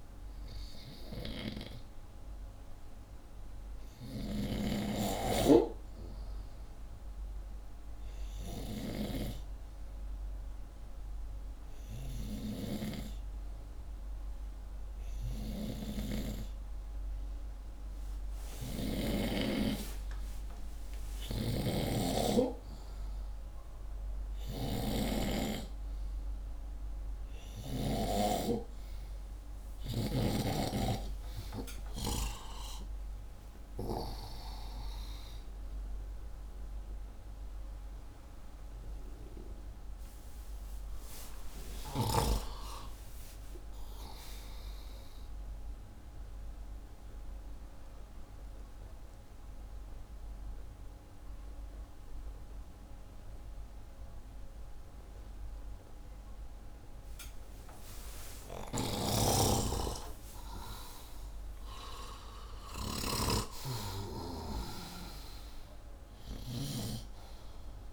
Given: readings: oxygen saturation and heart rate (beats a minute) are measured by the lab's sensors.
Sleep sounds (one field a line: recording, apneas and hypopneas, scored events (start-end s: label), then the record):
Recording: breathing in sleep by a room microphone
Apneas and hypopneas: none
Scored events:
4.00-19.00 s: snoring (device-marked)
21.00-28.00 s: snoring (device-marked)
31.00-34.00 s: arousal
59.00-62.50 s: arousal
From the record:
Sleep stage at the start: N2 (light sleep)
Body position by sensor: upright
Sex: male